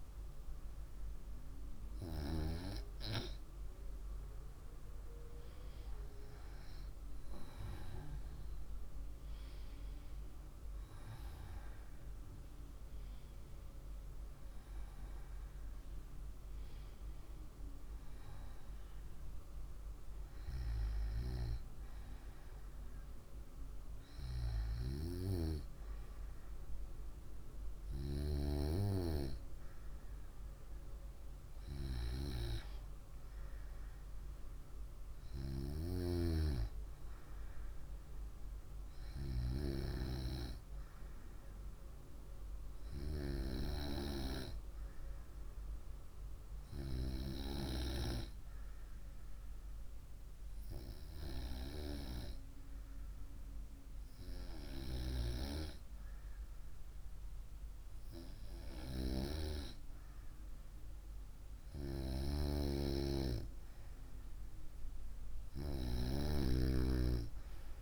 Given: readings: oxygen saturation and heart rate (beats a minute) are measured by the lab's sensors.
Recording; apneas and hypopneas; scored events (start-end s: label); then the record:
breathing in sleep by a room microphone; 1
9.00-14.00 s: arousal
45.50-63.50 s: hypopnea (oxygen 96% before, 94% lowest, heart rate 65 before, 57 extreme, up 6 after)
65.50-67.82 s: arousal
From the record:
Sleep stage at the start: N2 (light sleep); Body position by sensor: on the right side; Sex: female